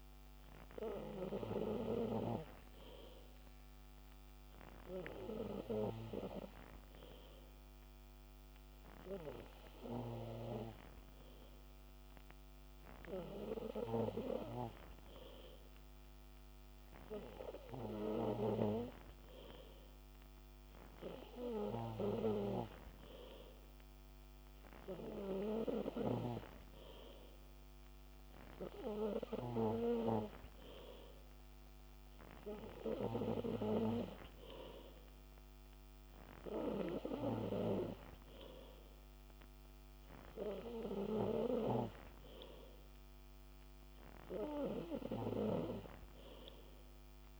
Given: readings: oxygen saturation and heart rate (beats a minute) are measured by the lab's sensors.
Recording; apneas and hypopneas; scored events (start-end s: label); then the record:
breathing in sleep by a microphone on the trachea; none
none scored
From the record:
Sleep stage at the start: N3 (deep sleep); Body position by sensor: on the back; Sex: male